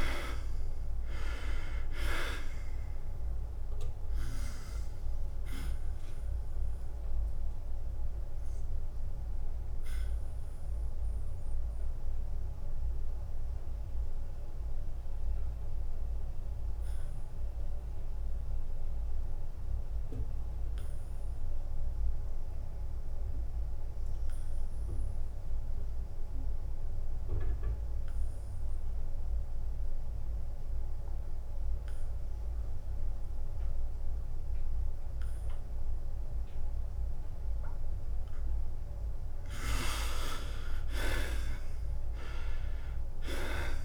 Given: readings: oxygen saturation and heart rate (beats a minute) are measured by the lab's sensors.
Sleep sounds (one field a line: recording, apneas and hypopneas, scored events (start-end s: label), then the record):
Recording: breathing in sleep by a room microphone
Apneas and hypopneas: 1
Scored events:
0.00-2.50 s: oxygen desaturation (device-marked, oxygen 92% lowest, heart rate 84 extreme)
0.00-8.50 s: drop in pulse transit time (device-marked, heart rate 88 extreme)
6.50-39.50 s: obstructive apnea (oxygen 98% before, 69% lowest, heart rate 91 before, 83 extreme, up 7 after)
16.50-40.50 s: oxygen desaturation (device-marked, oxygen 93% before, 69% lowest, heart rate 95 before, 83 extreme)
39.50-43.85 s: drop in pulse transit time (device-marked, heart rate 87 before, 89 extreme)
41.50-43.85 s: arousal
From the record:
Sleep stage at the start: N2 (light sleep)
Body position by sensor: on the back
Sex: male